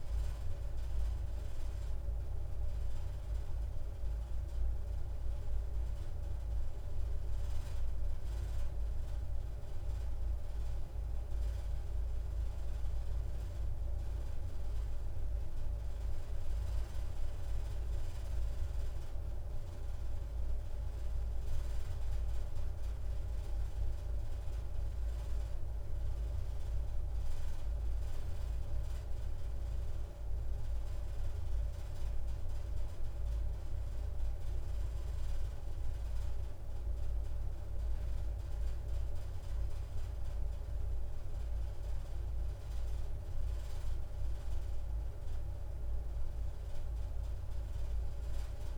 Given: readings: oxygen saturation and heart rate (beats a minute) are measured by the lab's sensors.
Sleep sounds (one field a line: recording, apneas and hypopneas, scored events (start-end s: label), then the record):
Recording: breathing in sleep, hard to hear, by a room microphone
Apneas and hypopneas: none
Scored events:
none scored
From the record:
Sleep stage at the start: N2 (light sleep)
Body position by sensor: upright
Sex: female